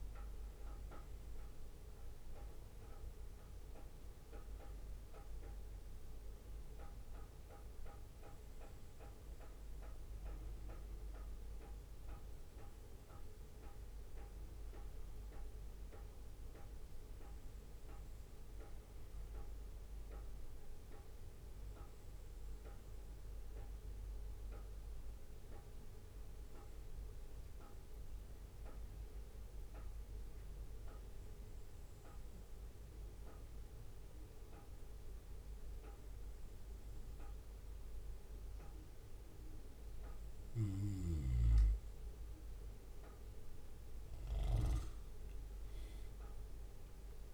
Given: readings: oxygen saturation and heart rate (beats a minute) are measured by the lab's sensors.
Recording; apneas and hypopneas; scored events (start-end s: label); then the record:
breathing in sleep by a room microphone; 1
0.00-2.00 s: bradycardia (device-marked, heart rate 59 extreme)
9.00-39.00 s: bradycardia (device-marked, heart rate 59 before, 58 extreme)
22.50-39.50 s: hypopnea (oxygen 96% before, 95% lowest, heart rate 59 before, 58 extreme, up 4 after)
43.00-47.00 s: arousal
From the record:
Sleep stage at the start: N2 (light sleep); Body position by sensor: on the back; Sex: male